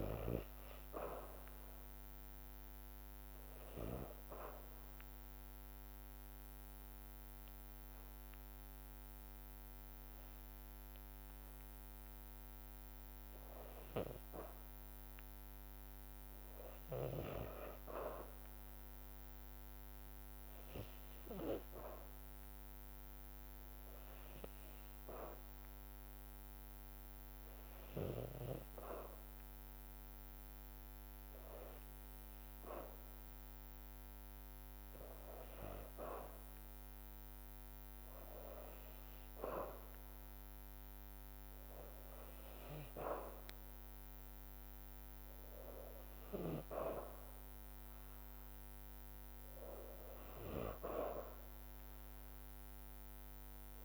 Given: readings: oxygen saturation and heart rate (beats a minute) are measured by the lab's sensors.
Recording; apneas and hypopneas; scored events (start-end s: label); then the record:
breathing in sleep by a microphone on the trachea; 2
0.00-1.50 s: arousal
0.00-17.50 s: oxygen desaturation (device-marked, oxygen 81% lowest, heart rate 54 extreme)
3.50-13.50 s: obstructive apnea (oxygen 98% before, 81% lowest, heart rate 56 before, 59 extreme, up 0 after)
17.00-20.50 s: arousal
23.50-35.50 s: hypopnea (oxygen 91% before, 84% lowest, heart rate 59 before, 59 extreme, up 0 after)
25.50-33.50 s: oxygen desaturation (device-marked, oxygen 91% before, 84% lowest, heart rate 59 before, 59 extreme)
38.50-42.00 s: arousal
40.50-53.85 s: new sleep stage, N2 (light sleep)
40.50-53.85 s: oxygen desaturation (device-marked, oxygen 89% before, 86% lowest, heart rate 60 before, 54 extreme)
From the record:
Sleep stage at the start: REM sleep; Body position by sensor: on the back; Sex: female